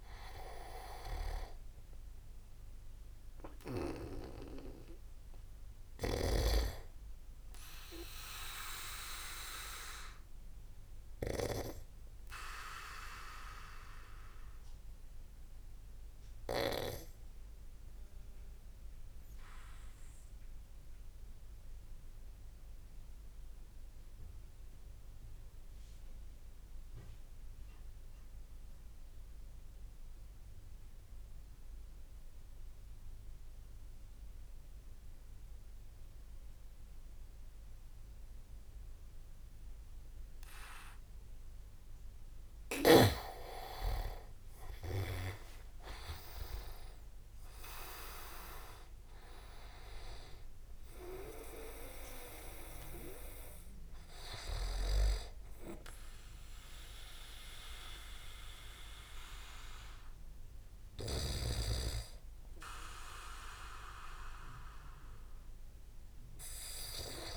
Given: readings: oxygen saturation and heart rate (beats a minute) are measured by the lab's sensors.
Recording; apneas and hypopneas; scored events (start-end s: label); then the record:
breathing in sleep by a room microphone; 1
0.00-1.50 s: arousal
0.00-2.00 s: oxygen desaturation (device-marked, oxygen 93% lowest)
6.00-12.00 s: snoring (device-marked)
7.00-27.00 s: oxygen desaturation (device-marked, oxygen 95% before, 91% lowest)
7.50-41.00 s: obstructive apnea (oxygen 99% before, 89% lowest)
41.00-62.00 s: oxygen desaturation (device-marked, oxygen 98% before, 90% lowest)
44.00-47.00 s: leg movement (device-marked)
44.00-47.50 s: arousal
64.00-67.37 s: oxygen desaturation (device-marked, oxygen 92% before, 89% lowest)
From the record:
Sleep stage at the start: N2 (light sleep); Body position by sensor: on the back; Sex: male